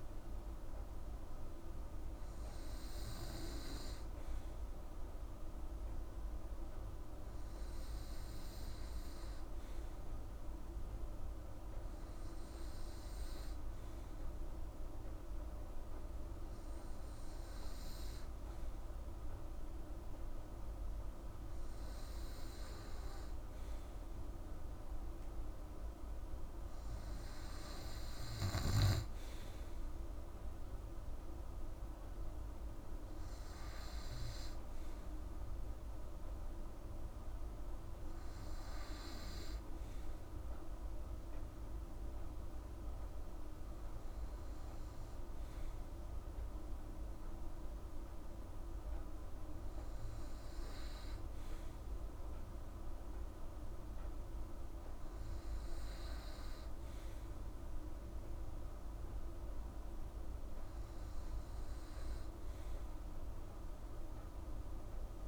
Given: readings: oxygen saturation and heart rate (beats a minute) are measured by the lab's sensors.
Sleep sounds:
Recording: breathing in sleep, hard to hear, by a room microphone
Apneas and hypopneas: none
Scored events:
none scored
From the record:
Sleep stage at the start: N2 (light sleep)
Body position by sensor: on the right side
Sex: female

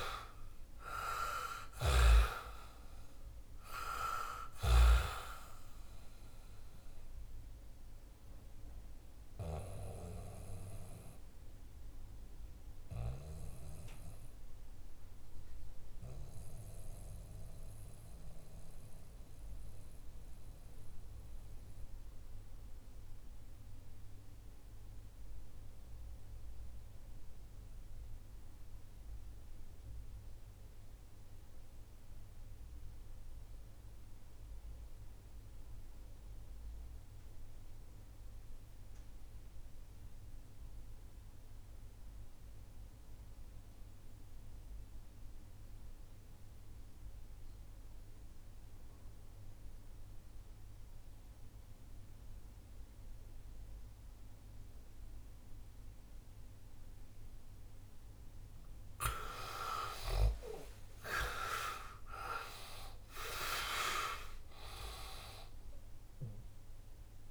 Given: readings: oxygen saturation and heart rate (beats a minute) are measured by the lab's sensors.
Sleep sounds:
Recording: breathing in sleep by a room microphone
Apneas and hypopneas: 1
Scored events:
0.00-1.50 s: arousal
0.00-25.00 s: oxygen desaturation (device-marked, oxygen 84% lowest, heart rate 59 extreme)
6.00-58.00 s: mixed apnea (oxygen 98% before, 78% lowest, heart rate 66 before, 59 extreme, up 19 after)
43.00-67.31 s: oxygen desaturation (device-marked, oxygen 97% before, 83% lowest, heart rate 65 before, 59 extreme)
59.50-63.50 s: arousal
From the record:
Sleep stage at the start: REM sleep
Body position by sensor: on the back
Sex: male

